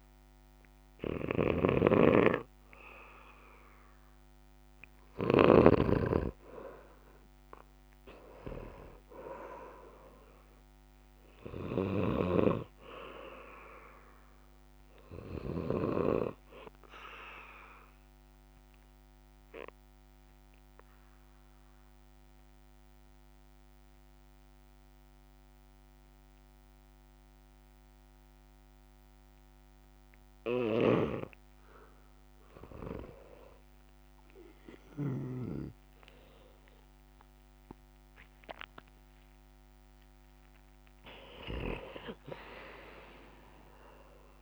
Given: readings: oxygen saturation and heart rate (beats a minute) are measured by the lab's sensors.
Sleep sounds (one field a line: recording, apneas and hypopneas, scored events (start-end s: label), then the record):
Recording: breathing in sleep by a microphone on the trachea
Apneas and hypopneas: 1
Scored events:
0.00-6.00 s: snoring (device-marked)
8.00-11.50 s: arousal
12.00-16.00 s: snoring (device-marked)
17.50-32.00 s: obstructive apnea (oxygen 95% before, 91% lowest, heart rate 68 before, 61 extreme, up 9 after)
31.00-35.50 s: snoring (device-marked)
33.50-37.50 s: arousal
39.50-44.42 s: oxygen desaturation (device-marked, oxygen 97% before, 92% lowest, heart rate 68 before, 61 extreme)
From the record:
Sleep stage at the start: N2 (light sleep)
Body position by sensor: on the back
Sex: male